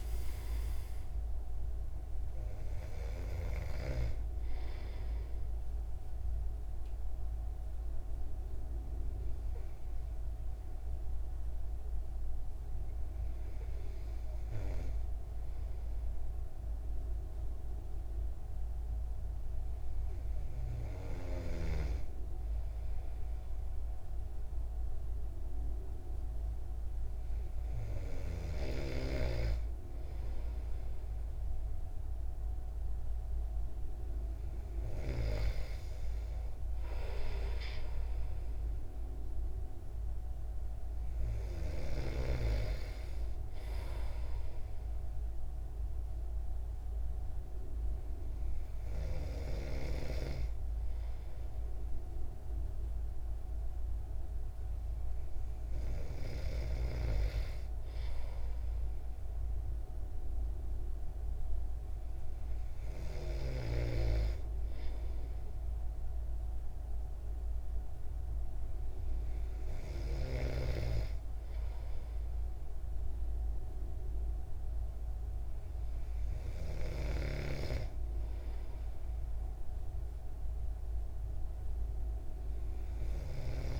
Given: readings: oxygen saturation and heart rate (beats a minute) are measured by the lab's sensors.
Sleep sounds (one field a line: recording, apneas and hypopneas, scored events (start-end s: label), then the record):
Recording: breathing in sleep by a room microphone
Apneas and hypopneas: 1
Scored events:
8.00-27.00 s: hypopnea (oxygen 97% before, 94% lowest, heart rate 74 before, 68 extreme, up 3 after)
29.50-32.50 s: arousal
From the record:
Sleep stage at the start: N2 (light sleep)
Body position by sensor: on the back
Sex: male